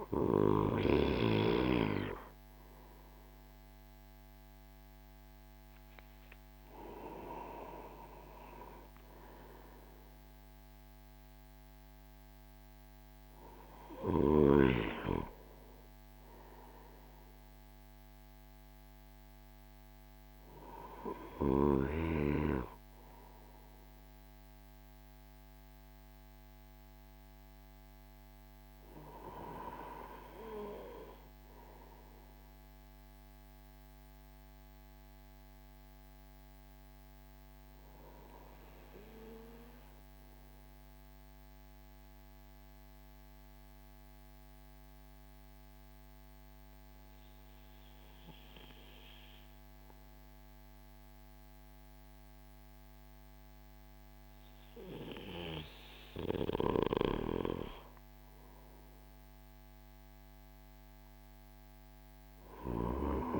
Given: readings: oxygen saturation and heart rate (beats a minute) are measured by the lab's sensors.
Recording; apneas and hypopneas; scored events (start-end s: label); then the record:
breathing in sleep by a microphone on the trachea; 1
20.50-63.40 s: new sleep stage, REM sleep
40.00-55.00 s: hypopnea (oxygen 97% before, 95% lowest)
55.50-62.00 s: snoring (device-marked)
58.00-63.00 s: arousal
From the record:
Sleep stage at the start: N2 (light sleep); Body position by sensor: on the right side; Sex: male